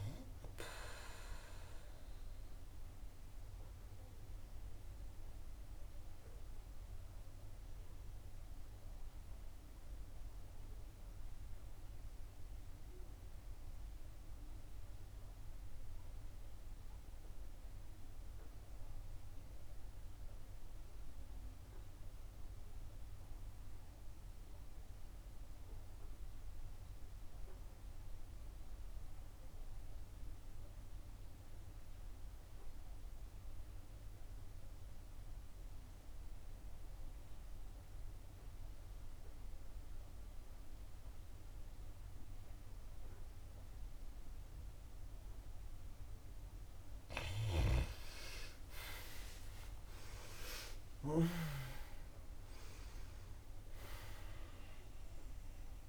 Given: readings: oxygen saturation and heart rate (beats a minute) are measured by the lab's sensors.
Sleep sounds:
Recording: breathing in sleep by a room microphone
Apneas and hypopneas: 1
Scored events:
0.00-18.50 s: oxygen desaturation (device-marked, oxygen 78% lowest, heart rate 61 extreme)
2.50-46.00 s: obstructive apnea (oxygen 95% before, 78% lowest, heart rate 73 before, 61 extreme, up 14 after)
37.50-55.89 s: oxygen desaturation (device-marked, oxygen 96% before, 79% lowest, heart rate 64 before, 62 extreme)
48.00-53.50 s: arousal
From the record:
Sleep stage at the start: N2 (light sleep)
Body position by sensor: on the back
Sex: female

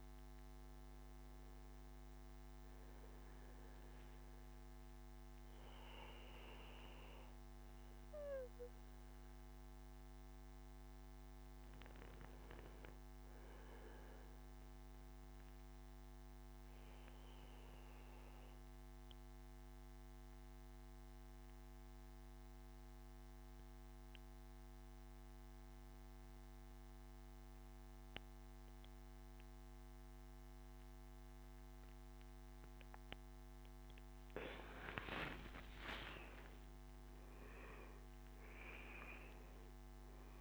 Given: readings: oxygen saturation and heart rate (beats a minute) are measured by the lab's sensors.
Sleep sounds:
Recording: breathing in sleep by a microphone on the trachea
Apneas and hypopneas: 1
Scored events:
9.00-40.41 s: new sleep stage, N2 (light sleep)
16.00-33.00 s: mixed apnea (oxygen 97% before, 91% lowest, heart rate 75 before, 69 extreme, up 13 after)
31.00-40.41 s: oxygen desaturation (device-marked, oxygen 97% before, 92% lowest, heart rate 75 before, 69 extreme)
34.50-38.50 s: arousal
From the record:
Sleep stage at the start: N1 (lightest sleep)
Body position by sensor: on the back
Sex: male

